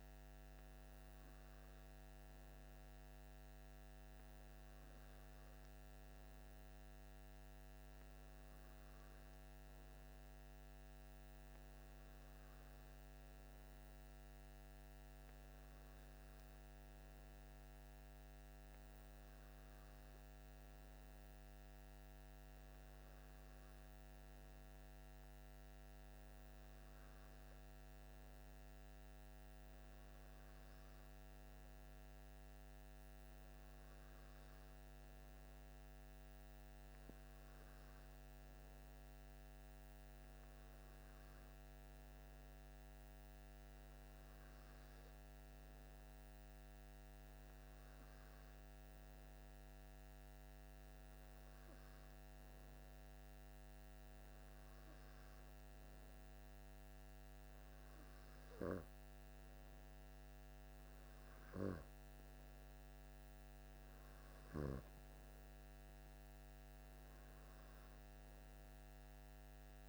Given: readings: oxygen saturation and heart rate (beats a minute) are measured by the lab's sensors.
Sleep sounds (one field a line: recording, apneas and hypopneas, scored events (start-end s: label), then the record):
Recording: breathing in sleep, hard to hear, by a microphone on the trachea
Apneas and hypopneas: none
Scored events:
none scored
From the record:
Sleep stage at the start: N2 (light sleep)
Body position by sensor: on the left side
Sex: male